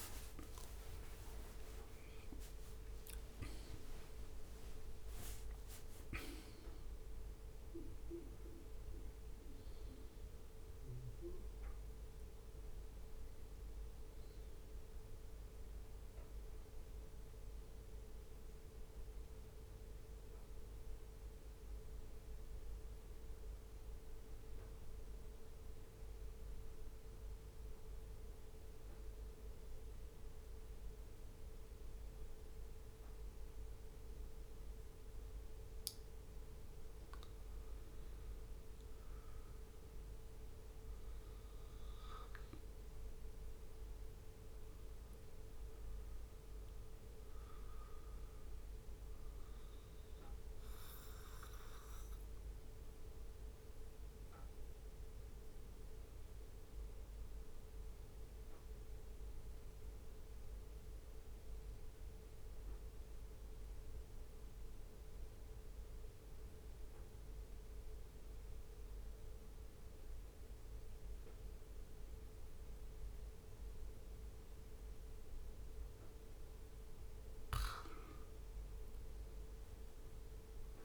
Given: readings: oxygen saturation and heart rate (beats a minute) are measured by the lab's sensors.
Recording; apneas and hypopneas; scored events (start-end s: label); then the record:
a person partly awake in a sleep study, hard to hear, by a room microphone; 2
0.50-2.50 s: long interval between heartbeats (device-marked, heart rate 73 before, 81 extreme)
1.00-5.50 s: leg movement (device-marked)
2.50-32.50 s: new sleep stage, N1 (lightest sleep)
18.00-35.50 s: hypopnea (oxygen 99% before, 93% lowest, heart rate 76 before, 66 extreme, up 3 after)
32.50-80.85 s: new sleep stage, N2 (light sleep)
38.00-42.00 s: arousal
41.50-60.50 s: oxygen desaturation (device-marked, oxygen 98% before, 95% lowest, heart rate 67 before, 66 extreme)
47.50-76.50 s: obstructive apnea (oxygen 99% before, 93% lowest, heart rate 67 before, 63 extreme, up 2 after)
78.50-80.85 s: oxygen desaturation (device-marked, oxygen 97% before, 93% lowest, heart rate 68 before, 63 extreme)
79.50-80.85 s: arousal
From the record:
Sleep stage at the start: awake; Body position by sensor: on the back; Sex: male